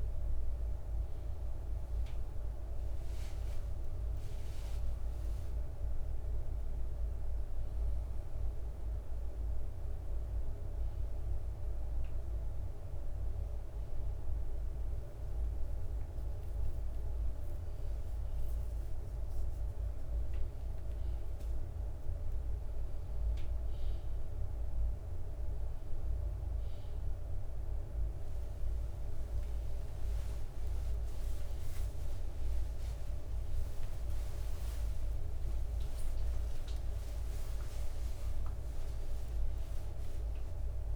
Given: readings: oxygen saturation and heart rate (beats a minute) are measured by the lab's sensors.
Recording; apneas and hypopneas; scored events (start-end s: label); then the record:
a person awake in a sleep study, hard to hear, by a room microphone; none
12.00-40.96 s: oxygen desaturation (device-marked, oxygen 99% before, 93% lowest, heart rate 75 before, 58 extreme)
31.00-39.00 s: tachycardia (device-marked, heart rate 70 before, 135 extreme)
34.00-36.00 s: long interval between heartbeats (device-marked, heart rate 68 before, 114 extreme)
37.50-39.50 s: long interval between heartbeats (device-marked, heart rate 77 before, 134 extreme)
39.00-40.96 s: drop in pulse transit time (device-marked, heart rate 83 before, 87 extreme)
From the record:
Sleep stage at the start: awake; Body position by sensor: on the left side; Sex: male